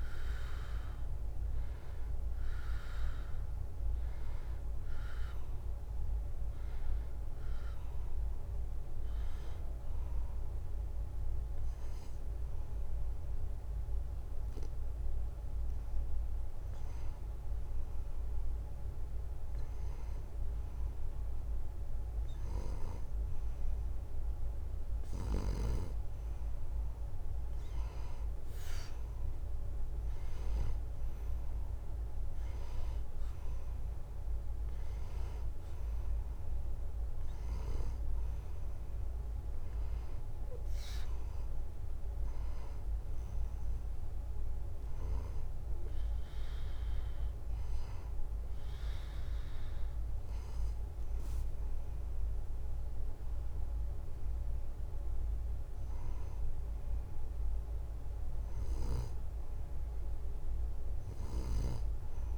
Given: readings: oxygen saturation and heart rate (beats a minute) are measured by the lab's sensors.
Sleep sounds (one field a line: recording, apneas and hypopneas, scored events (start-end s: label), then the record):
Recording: breathing in sleep by a room microphone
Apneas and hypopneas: none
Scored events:
61.00-62.38 s: snoring (device-marked)
From the record:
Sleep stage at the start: N2 (light sleep)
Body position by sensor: on the right side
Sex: male